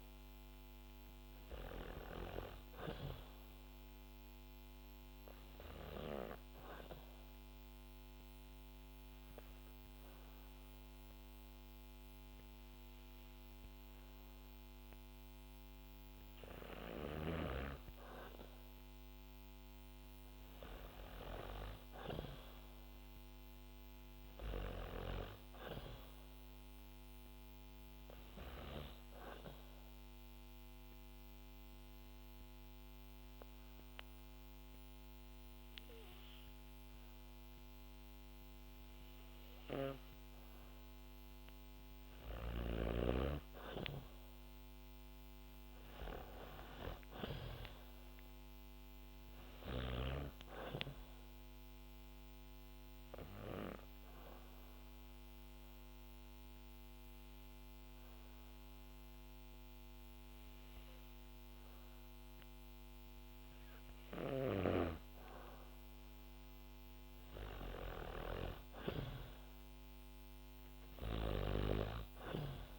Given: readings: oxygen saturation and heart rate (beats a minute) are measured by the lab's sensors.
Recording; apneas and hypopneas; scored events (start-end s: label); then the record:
breathing in sleep by a microphone on the trachea; 3
4.00-15.00 s: hypopnea (oxygen 97% before, 93% lowest, heart rate 62 before, 62 extreme, up 0 after)
18.50-22.50 s: arousal
28.50-41.50 s: hypopnea (oxygen 97% before, 93% lowest, heart rate 63 before, 59 extreme, up 1 after)
43.50-47.00 s: arousal
49.50-61.50 s: oxygen desaturation (device-marked, oxygen 97% before, 93% lowest, heart rate 64 before, 59 extreme)
52.50-65.00 s: hypopnea (oxygen 97% before, 93% lowest, heart rate 64 before, 59 extreme, up 5 after)
67.50-71.50 s: arousal
From the record:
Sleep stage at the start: N2 (light sleep); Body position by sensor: on the back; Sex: female